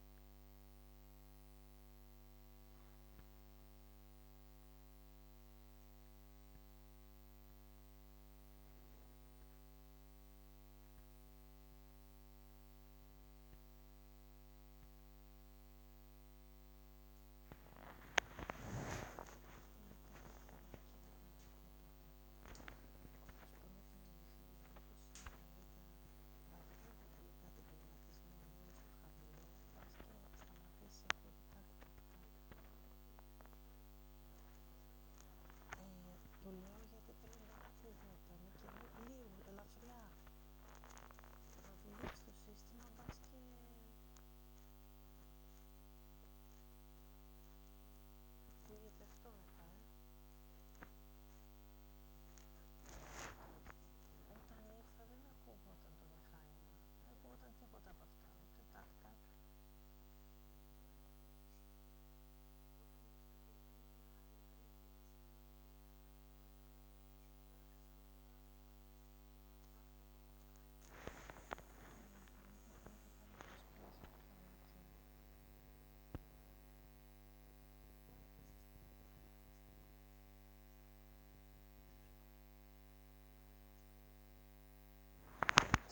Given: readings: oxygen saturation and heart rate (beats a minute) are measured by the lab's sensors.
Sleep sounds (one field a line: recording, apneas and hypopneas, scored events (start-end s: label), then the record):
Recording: a person awake in a sleep study, by a microphone on the trachea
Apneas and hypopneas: none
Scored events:
25.50-85.92 s: new sleep stage, awake
From the record:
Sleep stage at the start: N2 (light sleep)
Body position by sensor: on the back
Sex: female